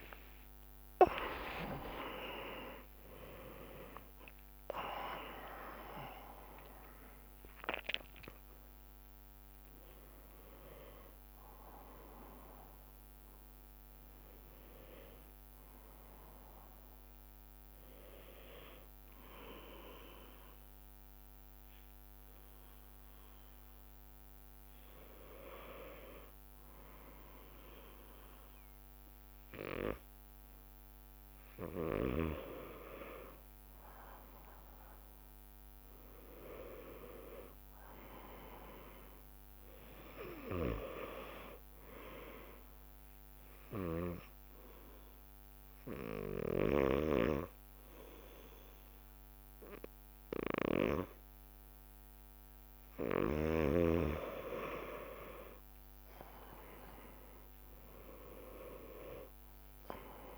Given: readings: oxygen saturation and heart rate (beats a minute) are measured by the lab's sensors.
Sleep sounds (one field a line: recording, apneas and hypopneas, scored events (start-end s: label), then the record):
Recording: breathing in sleep by a microphone on the trachea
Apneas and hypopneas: 1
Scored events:
0.00-2.00 s: oxygen desaturation (device-marked, oxygen 93% lowest)
2.00-32.00 s: new sleep stage, N1 (lightest sleep)
10.00-18.00 s: oxygen desaturation (device-marked, oxygen 95% before, 91% lowest)
32.00-60.38 s: new sleep stage, N2 (light sleep)
33.00-37.50 s: arousal
44.00-55.00 s: hypopnea (oxygen 99% before, 95% lowest)
57.50-60.38 s: arousal
From the record:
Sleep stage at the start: N2 (light sleep)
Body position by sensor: on the back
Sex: male